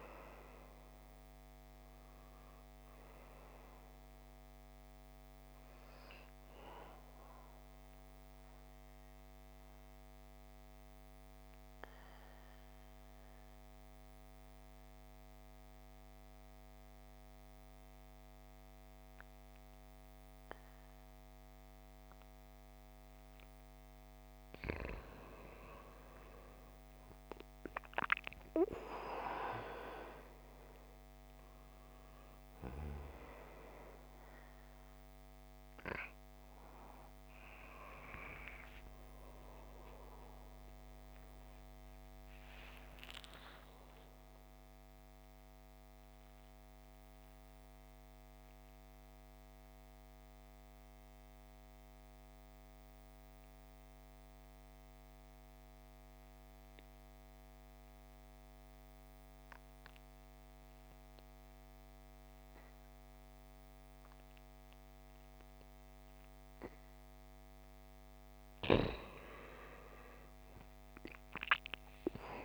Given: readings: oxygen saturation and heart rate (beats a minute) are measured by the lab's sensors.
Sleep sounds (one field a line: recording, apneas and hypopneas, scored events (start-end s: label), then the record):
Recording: breathing in sleep by a microphone on the trachea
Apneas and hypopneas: 2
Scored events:
0.00-21.50 s: oxygen desaturation (device-marked, oxygen 87% lowest, heart rate 48 extreme)
7.50-23.00 s: mixed apnea (oxygen 98% before, 83% lowest, heart rate 62 before, 48 extreme, up 11 after)
33.50-54.50 s: oxygen desaturation (device-marked, oxygen 98% before, 91% lowest, heart rate 55 before, 48 extreme)
38.00-42.00 s: arousal
46.00-67.50 s: mixed apnea (oxygen 98% before, 83% lowest, heart rate 61 before, 50 extreme, up 26 after)
67.50-72.45 s: oxygen desaturation (device-marked, oxygen 97% before, 83% lowest, heart rate 52 before, 51 extreme)
69.00-72.45 s: arousal
From the record:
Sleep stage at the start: N2 (light sleep)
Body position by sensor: on the back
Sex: male